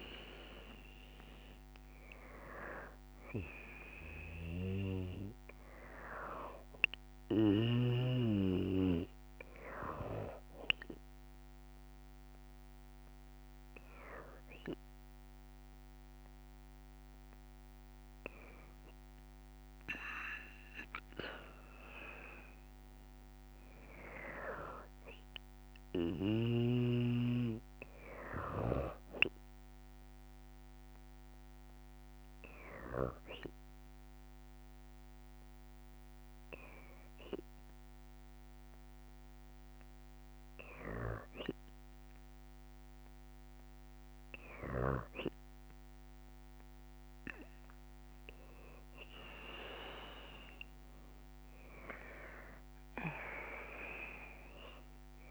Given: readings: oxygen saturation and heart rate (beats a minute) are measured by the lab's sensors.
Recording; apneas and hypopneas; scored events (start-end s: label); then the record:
breathing in sleep by a microphone on the trachea; 2
0.00-1.50 s: arousal
11.00-21.00 s: hypopnea (oxygen 96% before, 94% lowest, heart rate 59 before, 54 extreme, up 3 after)
22.00-25.50 s: arousal
29.50-44.00 s: hypopnea (oxygen 97% before, 94% lowest, heart rate 57 before, 54 extreme, up 6 after)
49.50-53.50 s: arousal
From the record:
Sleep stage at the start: N2 (light sleep); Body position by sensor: on the left side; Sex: female